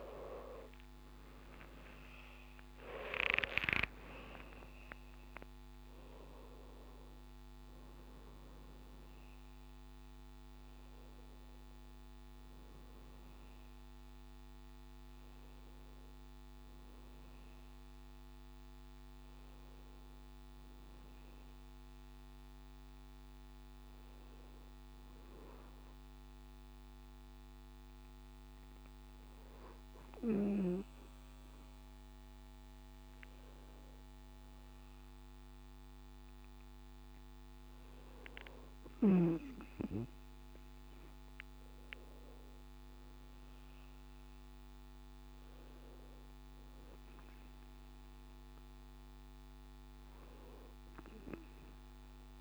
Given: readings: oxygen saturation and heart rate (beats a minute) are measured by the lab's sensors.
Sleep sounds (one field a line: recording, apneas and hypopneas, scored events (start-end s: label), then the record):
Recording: a person partly awake in a sleep study, by a microphone on the trachea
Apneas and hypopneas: none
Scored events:
9.00-23.00 s: oxygen desaturation (device-marked, oxygen 95% before, 92% lowest, heart rate 127 before, 69 extreme)
19.00-52.41 s: new sleep stage, N2 (light sleep)
From the record:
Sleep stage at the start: awake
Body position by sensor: on the back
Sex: male